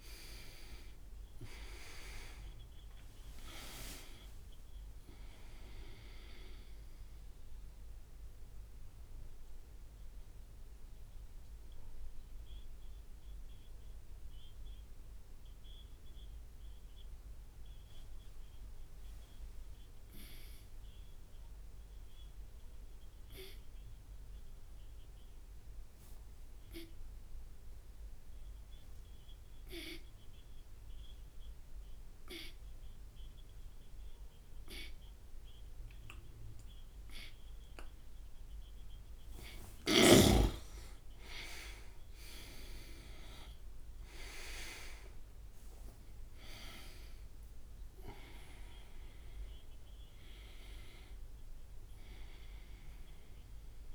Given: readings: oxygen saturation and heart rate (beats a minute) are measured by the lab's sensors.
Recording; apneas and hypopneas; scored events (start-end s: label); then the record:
breathing in sleep by a room microphone; 1
0.00-2.00 s: arousal
0.00-8.00 s: oxygen desaturation (device-marked, oxygen 93% lowest)
8.50-38.00 s: obstructive apnea (oxygen 99% before, 87% lowest)
21.00-28.00 s: oxygen desaturation (device-marked, oxygen 93% before, 87% lowest)
26.00-40.00 s: tachycardia (device-marked)
29.00-31.00 s: long interval between heartbeats (device-marked)
39.00-53.94 s: oxygen desaturation (device-marked, oxygen 99% before, 93% lowest)
40.50-46.50 s: arousal
From the record:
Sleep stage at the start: N2 (light sleep); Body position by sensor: on the right side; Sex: male